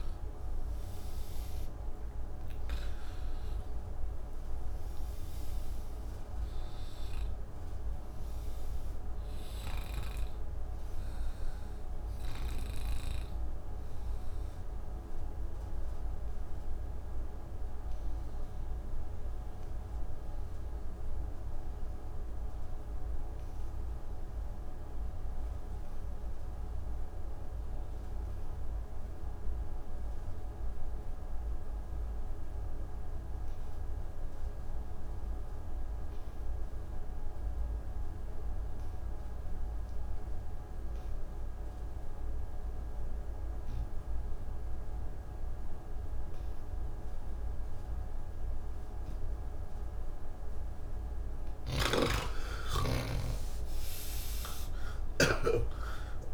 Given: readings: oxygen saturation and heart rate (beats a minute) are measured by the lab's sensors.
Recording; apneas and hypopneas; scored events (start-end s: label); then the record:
breathing in sleep, hard to hear, by a room microphone; 1
0.00-20.00 s: oxygen desaturation (device-marked, oxygen 84% lowest)
15.50-48.50 s: obstructive apnea (oxygen 96% before, 79% lowest)
38.00-56.33 s: oxygen desaturation (device-marked, oxygen 97% before, 79% lowest, heart rate 131 before, 37 extreme)
51.50-55.50 s: snoring (device-marked)
From the record:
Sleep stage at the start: N2 (light sleep); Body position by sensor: on the back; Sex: male